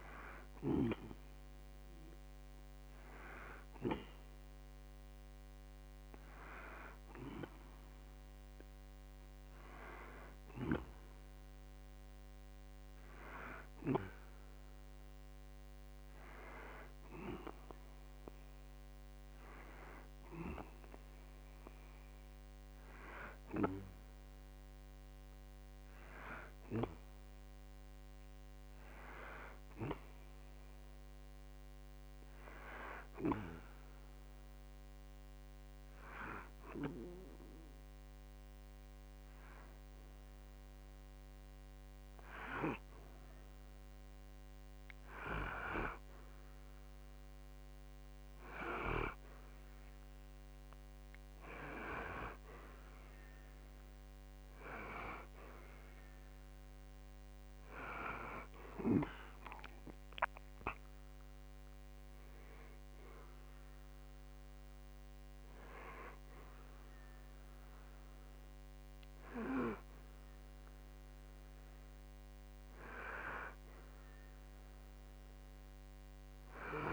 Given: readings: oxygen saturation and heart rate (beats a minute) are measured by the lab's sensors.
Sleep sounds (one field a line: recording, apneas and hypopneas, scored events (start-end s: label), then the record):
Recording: breathing in sleep by a microphone on the trachea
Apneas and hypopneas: 1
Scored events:
22.00-25.50 s: arousal
31.50-45.00 s: hypopnea (oxygen 92% before, 88% lowest, heart rate 63 before, 60 extreme, up 5 after)
48.00-51.50 s: arousal
53.00-68.00 s: oxygen desaturation (device-marked, oxygen 91% before, 88% lowest, heart rate 65 before, 60 extreme)
From the record:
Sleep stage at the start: N2 (light sleep)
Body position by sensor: on the back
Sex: male